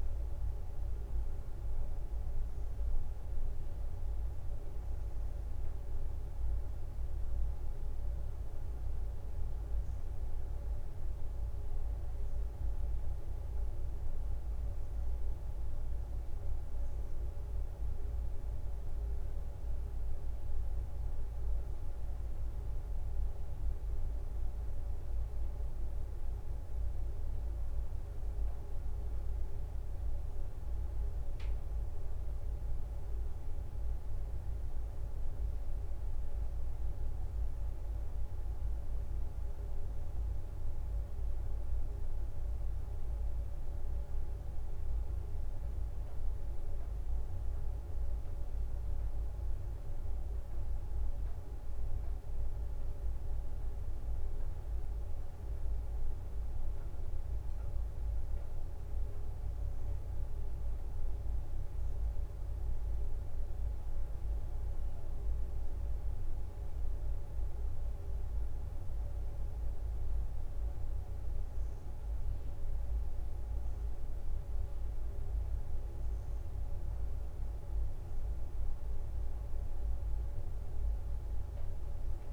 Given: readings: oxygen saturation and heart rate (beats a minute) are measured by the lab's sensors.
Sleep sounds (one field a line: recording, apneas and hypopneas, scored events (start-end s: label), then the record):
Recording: breathing in sleep, hard to hear, by a room microphone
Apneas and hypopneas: none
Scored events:
0.00-4.00 s: leg movement (device-marked)
6.00-13.00 s: leg movement (device-marked)
8.00-38.00 s: new sleep stage, N3 (deep sleep)
15.00-17.00 s: bradycardia (device-marked, heart rate 64 before, 63 extreme)
15.50-21.50 s: leg movement (device-marked)
24.00-31.50 s: leg movement (device-marked)
37.50-47.00 s: leg movement (device-marked)
38.00-82.33 s: new sleep stage, N2 (light sleep)
51.00-59.50 s: leg movement (device-marked)
63.50-72.00 s: leg movement (device-marked)
75.00-82.33 s: leg movement (device-marked)
From the record:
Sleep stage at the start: N1 (lightest sleep)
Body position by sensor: on the right side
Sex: female